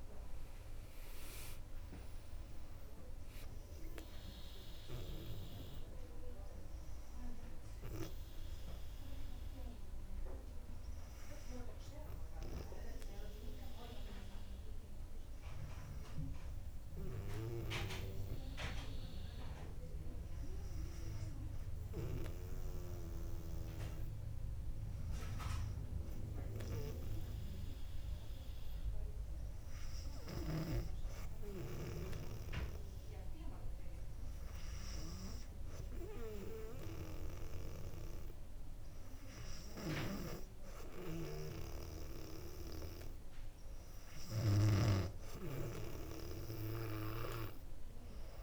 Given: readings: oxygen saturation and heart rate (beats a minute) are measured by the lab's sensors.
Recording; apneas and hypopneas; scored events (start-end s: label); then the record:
breathing in sleep by a room microphone; 1
17.00-21.00 s: arousal
28.00-43.50 s: hypopnea (oxygen 99% before, 97% lowest, heart rate 61 before, 59 extreme, up 3 after)
From the record:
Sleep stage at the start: N2 (light sleep); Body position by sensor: on the back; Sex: female